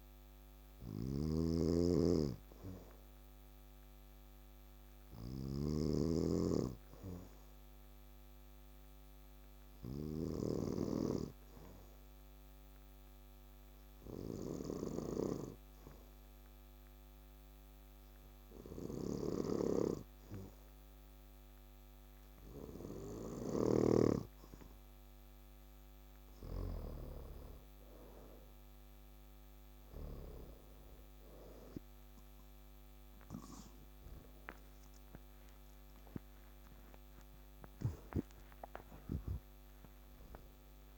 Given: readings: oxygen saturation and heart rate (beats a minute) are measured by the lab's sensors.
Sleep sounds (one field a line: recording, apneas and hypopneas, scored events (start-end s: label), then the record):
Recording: breathing in sleep by a microphone on the trachea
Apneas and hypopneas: 1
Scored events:
0.00-6.00 s: snoring (device-marked)
2.50-24.50 s: obstructive apnea (oxygen 100% before, 95% lowest, heart rate 68 before, 63 extreme, up 10 after)
28.50-33.00 s: arousal
28.50-40.98 s: oxygen desaturation (device-marked, oxygen 98% before, 95% lowest, heart rate 65 before, 60 extreme)
38.50-40.98 s: snoring (device-marked)
From the record:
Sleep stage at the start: N2 (light sleep)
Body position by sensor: on the back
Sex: male